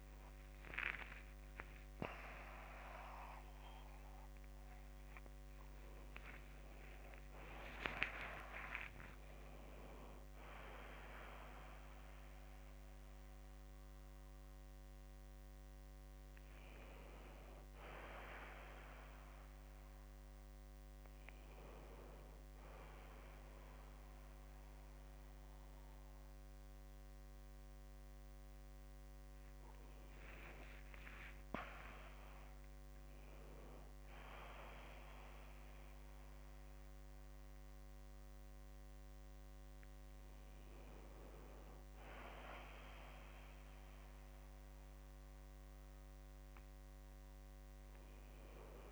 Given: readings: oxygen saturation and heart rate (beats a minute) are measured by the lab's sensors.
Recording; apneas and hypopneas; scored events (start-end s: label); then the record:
a person partly awake in a sleep study, by a microphone on the trachea; none
7.00-9.00 s: long interval between heartbeats (device-marked, heart rate 63 before, 73 extreme)
21.50-48.92 s: new sleep stage, N1 (lightest sleep)
From the record:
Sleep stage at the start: awake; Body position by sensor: on the back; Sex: male